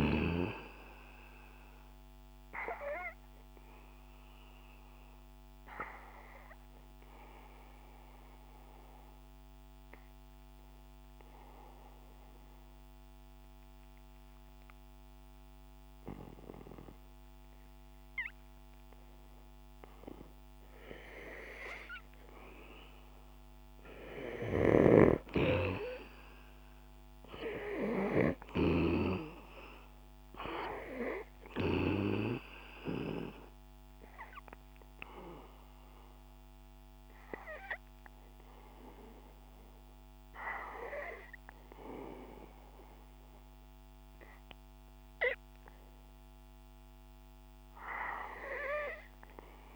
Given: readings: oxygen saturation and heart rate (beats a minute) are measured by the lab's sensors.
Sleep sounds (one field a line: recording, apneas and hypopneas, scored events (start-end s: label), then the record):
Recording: breathing in sleep by a microphone on the trachea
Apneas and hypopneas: 2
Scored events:
0.00-17.00 s: oxygen desaturation (device-marked, oxygen 89% lowest, heart rate 64 extreme)
2.50-21.00 s: obstructive apnea (oxygen 94% before, 89% lowest, heart rate 72 before, 64 extreme, up 3 after)
23.00-26.50 s: arousal
30.00-48.00 s: oxygen desaturation (device-marked, oxygen 98% before, 90% lowest, heart rate 68 before, 64 extreme)
33.00-43.00 s: obstructive apnea (oxygen 98% before, 90% lowest, heart rate 69 before, 64 extreme, up 2 after)
45.00-48.50 s: arousal
From the record:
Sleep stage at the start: N2 (light sleep)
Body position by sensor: on the back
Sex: male